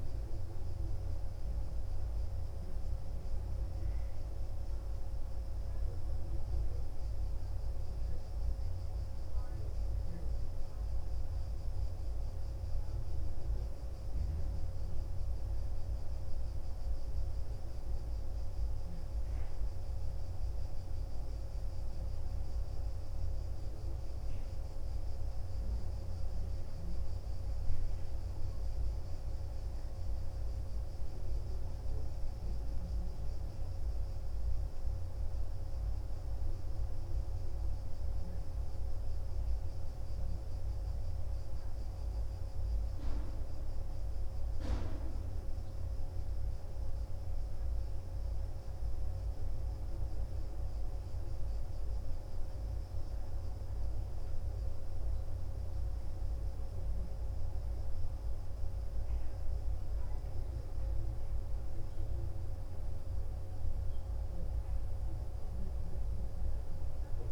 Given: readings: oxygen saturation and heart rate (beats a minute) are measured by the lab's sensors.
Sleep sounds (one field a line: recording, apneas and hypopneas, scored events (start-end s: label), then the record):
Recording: breathing in sleep, hard to hear, by a room microphone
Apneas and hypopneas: none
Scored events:
none scored
From the record:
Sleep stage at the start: N2 (light sleep)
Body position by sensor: on the right side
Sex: male